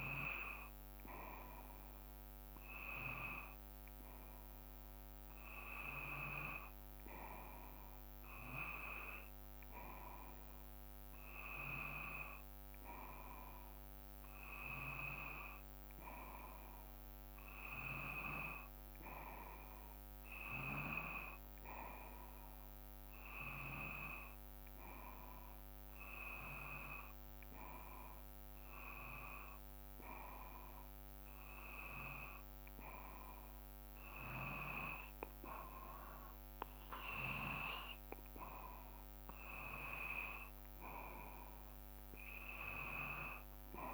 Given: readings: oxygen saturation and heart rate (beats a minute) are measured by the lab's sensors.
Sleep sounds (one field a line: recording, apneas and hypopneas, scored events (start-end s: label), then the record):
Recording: breathing in sleep by a microphone on the trachea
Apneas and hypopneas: none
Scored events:
none scored
From the record:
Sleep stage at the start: N2 (light sleep)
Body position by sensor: on the back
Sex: male